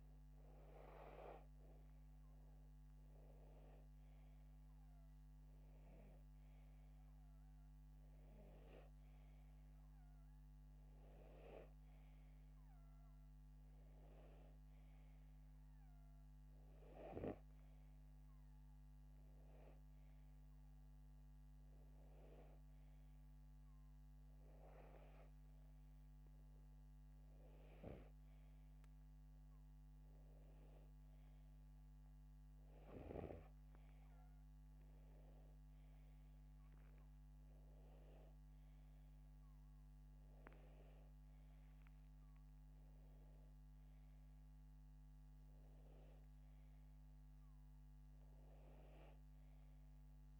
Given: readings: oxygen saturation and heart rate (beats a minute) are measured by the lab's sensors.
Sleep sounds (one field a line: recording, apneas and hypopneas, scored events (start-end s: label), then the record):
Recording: breathing in sleep by a microphone on the trachea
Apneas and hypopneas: none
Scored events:
none scored
From the record:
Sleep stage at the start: N2 (light sleep)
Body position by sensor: upright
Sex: male